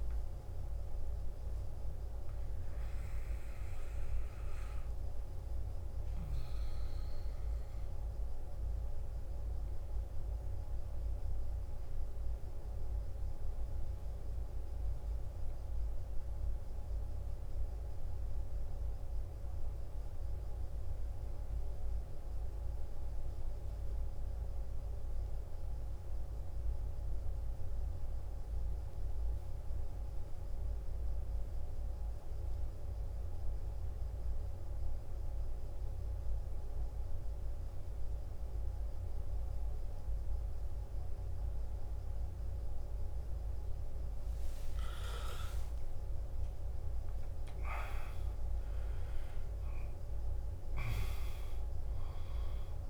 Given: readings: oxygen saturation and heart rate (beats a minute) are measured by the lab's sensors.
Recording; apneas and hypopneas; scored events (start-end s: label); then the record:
breathing in sleep, hard to hear, by a room microphone; 1
0.00-11.50 s: oxygen desaturation (device-marked, oxygen 87% lowest, heart rate 53 extreme)
7.50-44.50 s: mixed apnea (oxygen 95% before, 87% lowest, heart rate 63 before, 53 extreme, up 14 after)
32.50-52.90 s: oxygen desaturation (device-marked, oxygen 98% before, 88% lowest, heart rate 54 before, 55 extreme)
45.50-49.00 s: arousal
From the record:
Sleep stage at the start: N2 (light sleep); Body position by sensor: on the back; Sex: male